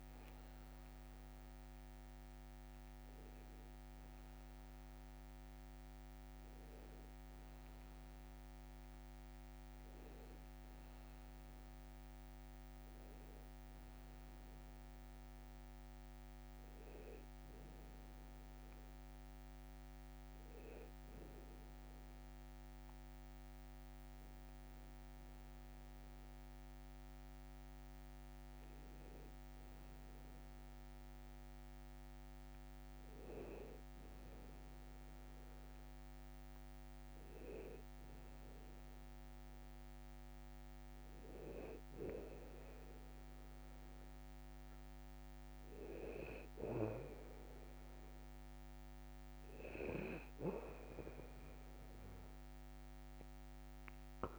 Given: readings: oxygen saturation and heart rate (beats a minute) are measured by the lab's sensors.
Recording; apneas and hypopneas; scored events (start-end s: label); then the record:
breathing in sleep by a microphone on the trachea; none
0.00-11.50 s: tachycardia (device-marked, heart rate 207 extreme)
1.50-3.50 s: long interval between heartbeats (device-marked, heart rate 60 before, 84 extreme)
3.50-5.50 s: long interval between heartbeats (device-marked, heart rate 63 before, 114 extreme)
6.50-8.50 s: long interval between heartbeats (device-marked, heart rate 73 before, 193 extreme)
10.00-12.00 s: long interval between heartbeats (device-marked, heart rate 94 before, 198 extreme)
From the record:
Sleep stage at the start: N2 (light sleep); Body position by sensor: on the back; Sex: male